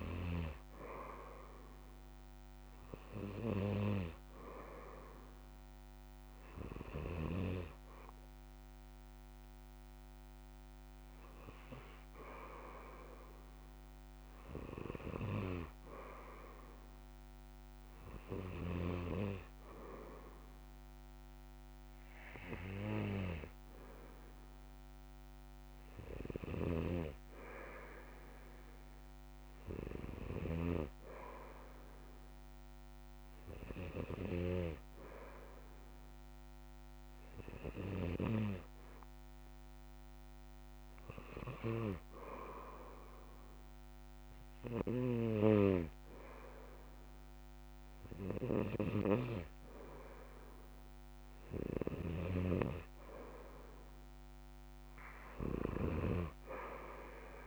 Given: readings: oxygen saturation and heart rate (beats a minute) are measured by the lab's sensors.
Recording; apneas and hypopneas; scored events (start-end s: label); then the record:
breathing in sleep by a microphone on the trachea; 1
26.50-31.00 s: snoring (device-marked)
42.00-53.00 s: hypopnea (oxygen 96% before, 93% lowest, heart rate 65 before, 61 extreme, up 2 after)
52.00-57.47 s: snoring (device-marked)
56.00-57.47 s: arousal
From the record:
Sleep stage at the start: N2 (light sleep); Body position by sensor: on the back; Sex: male